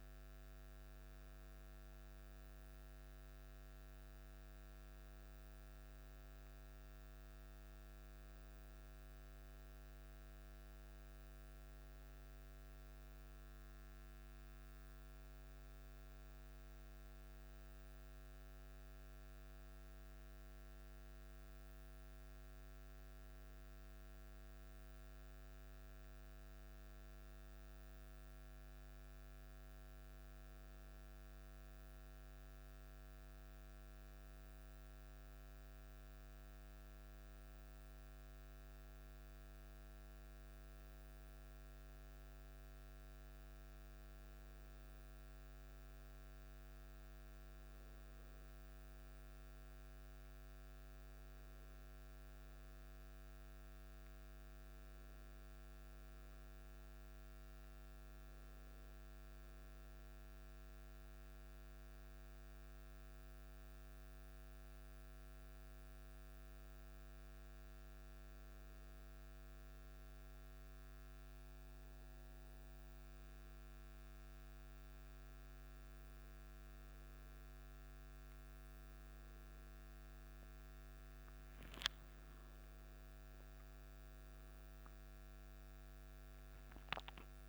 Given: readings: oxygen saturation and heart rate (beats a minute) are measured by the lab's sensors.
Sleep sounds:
a person partly awake in a sleep study, hard to hear, by a microphone on the trachea; none
14.00-87.49 s: new sleep stage, N1 (lightest sleep)
83.50-87.49 s: arousal
From the record:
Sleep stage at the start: awake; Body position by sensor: on the back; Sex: male

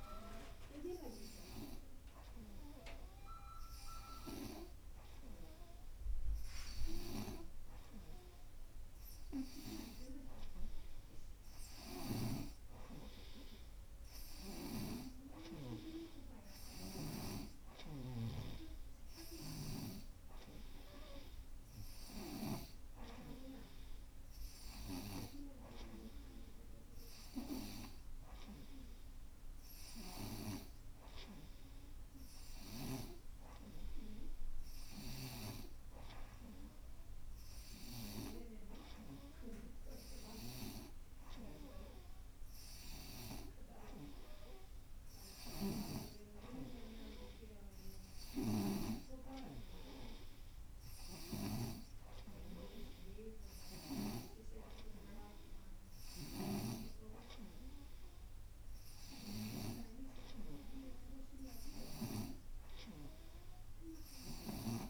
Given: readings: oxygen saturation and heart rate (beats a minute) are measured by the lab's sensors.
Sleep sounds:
breathing in sleep by a room microphone; none
15.00-29.00 s: oxygen desaturation (device-marked, oxygen 92% before, 89% lowest, heart rate 89 before, 88 extreme)
45.50-49.00 s: snoring (device-marked)
From the record:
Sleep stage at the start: N2 (light sleep); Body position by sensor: on the right side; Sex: female

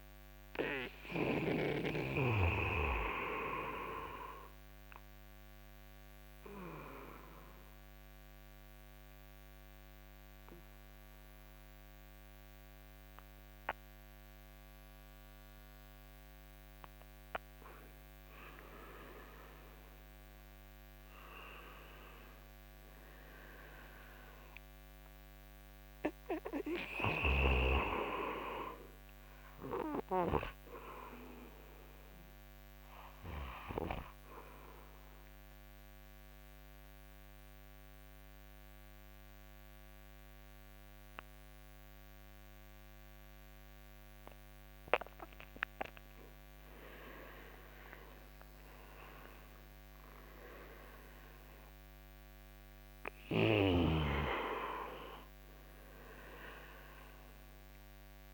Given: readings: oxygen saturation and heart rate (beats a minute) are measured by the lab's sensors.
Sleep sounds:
breathing in sleep by a microphone on the trachea; 2
2.50-19.00 s: mixed apnea (oxygen 98% before, 94% lowest, heart rate 82 before, 62 extreme, up 13 after)
20.00-23.00 s: arousal
35.50-46.50 s: obstructive apnea (oxygen 98% before, 93% lowest, heart rate 73 before, 62 extreme, up 18 after)
45.50-58.34 s: oxygen desaturation (device-marked, oxygen 97% before, 94% lowest, heart rate 71 before, 69 extreme)
47.50-52.00 s: arousal
From the record:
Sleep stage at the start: N2 (light sleep); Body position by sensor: on the right side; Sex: male

